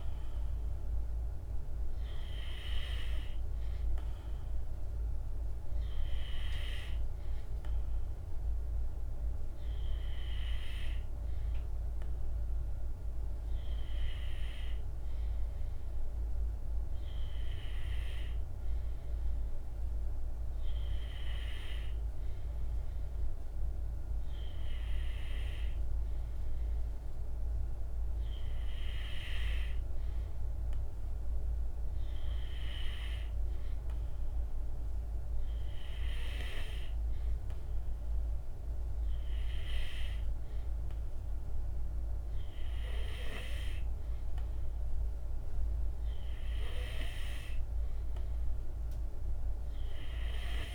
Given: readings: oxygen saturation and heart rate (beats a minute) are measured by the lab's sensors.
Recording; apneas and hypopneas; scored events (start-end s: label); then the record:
breathing in sleep by a room microphone; none
none scored
From the record:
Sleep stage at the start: N2 (light sleep); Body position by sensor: on the back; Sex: male